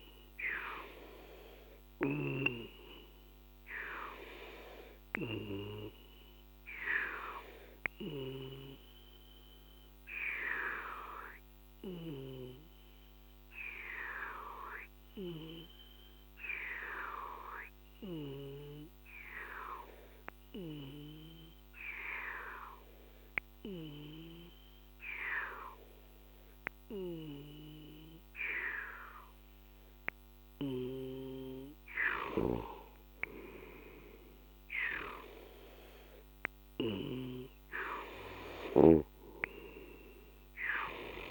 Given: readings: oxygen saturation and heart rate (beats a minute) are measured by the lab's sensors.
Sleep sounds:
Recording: breathing in sleep by a microphone on the trachea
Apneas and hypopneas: 1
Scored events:
1.50-31.50 s: obstructive apnea (oxygen 96% before, 93% lowest, heart rate 52 before, 41 extreme, up 7 after)
34.00-36.50 s: arousal
From the record:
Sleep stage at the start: N2 (light sleep)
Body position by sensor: on the left side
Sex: male

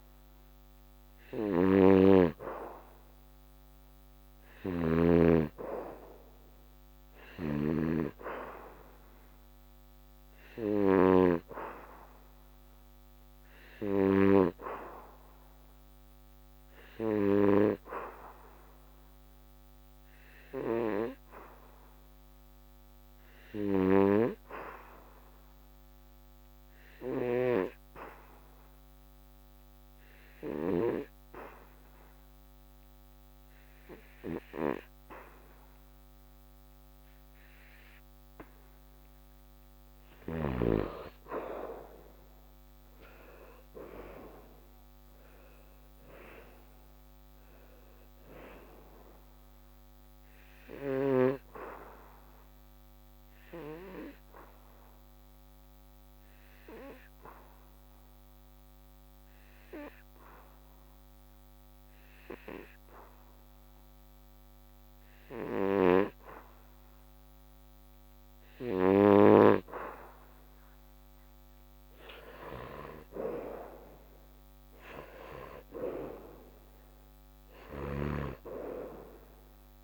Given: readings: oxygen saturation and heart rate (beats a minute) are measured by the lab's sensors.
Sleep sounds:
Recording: breathing in sleep by a microphone on the trachea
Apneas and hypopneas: 2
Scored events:
0.00-3.00 s: arousal
5.00-24.00 s: oxygen desaturation (device-marked, oxygen 96% before, 90% lowest, heart rate 74 before, 66 extreme)
18.50-39.50 s: hypopnea (oxygen 96% before, 89% lowest, heart rate 72 before, 66 extreme, up 13 after)
42.00-46.50 s: arousal
52.00-68.50 s: obstructive apnea (oxygen 93% before, 89% lowest, heart rate 72 before, 70 extreme, up 1 after)
64.00-75.00 s: oxygen desaturation (device-marked, oxygen 92% before, 89% lowest, heart rate 76 before, 70 extreme)
73.00-77.50 s: arousal
From the record:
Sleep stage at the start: N2 (light sleep)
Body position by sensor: on the back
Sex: male

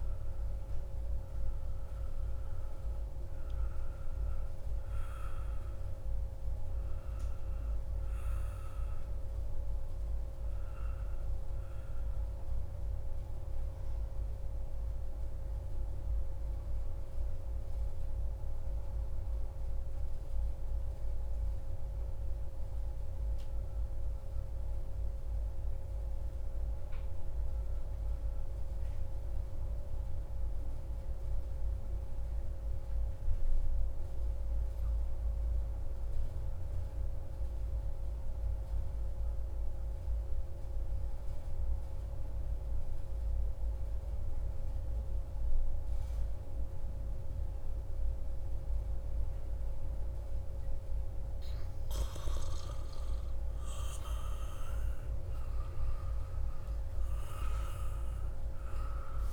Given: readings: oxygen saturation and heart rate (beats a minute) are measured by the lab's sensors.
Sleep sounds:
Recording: breathing in sleep, hard to hear, by a room microphone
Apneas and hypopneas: 1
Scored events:
0.00-8.00 s: oxygen desaturation (device-marked, oxygen 89% lowest)
8.00-10.50 s: arousal
12.00-51.00 s: mixed apnea (oxygen 98% before, 91% lowest)
43.00-59.33 s: oxygen desaturation (device-marked, oxygen 97% before, 91% lowest)
52.00-56.00 s: arousal
From the record:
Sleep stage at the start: N2 (light sleep)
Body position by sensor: on the back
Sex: male

